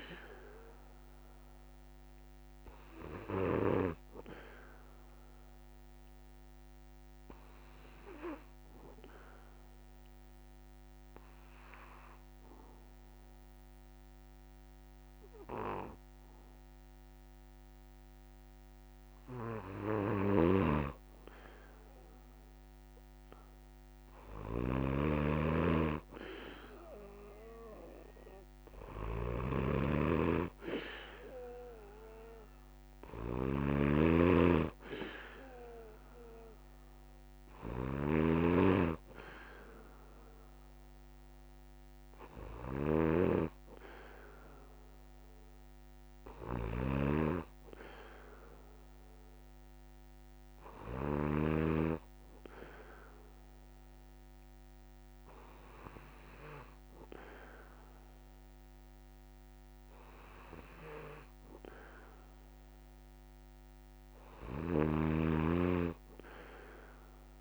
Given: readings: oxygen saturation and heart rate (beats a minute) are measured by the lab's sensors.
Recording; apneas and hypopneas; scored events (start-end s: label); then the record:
breathing in sleep by a microphone on the trachea; 1
0.00-14.50 s: oxygen desaturation (device-marked, oxygen 94% lowest)
3.50-20.00 s: hypopnea (oxygen 99% before, 94% lowest)
8.50-67.41 s: new sleep stage, N1 (lightest sleep)
20.00-51.50 s: snoring (device-marked)
31.50-50.50 s: oxygen desaturation (device-marked, oxygen 98% before, 94% lowest)
64.00-67.41 s: snoring (device-marked)
From the record:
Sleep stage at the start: N3 (deep sleep); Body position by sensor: on the back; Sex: male